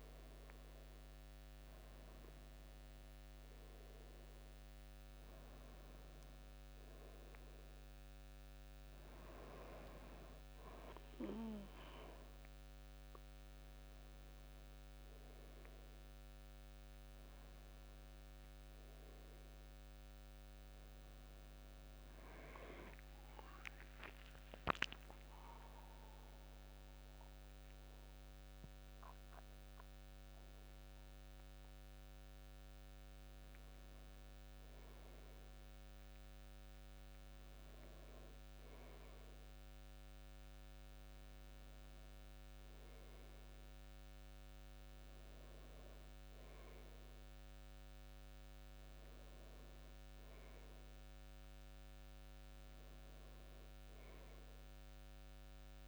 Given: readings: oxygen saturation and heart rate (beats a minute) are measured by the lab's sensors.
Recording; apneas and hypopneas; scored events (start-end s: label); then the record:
breathing in sleep by a microphone on the trachea; none
23.00-26.50 s: arousal
From the record:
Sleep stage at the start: N2 (light sleep); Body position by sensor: on the back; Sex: male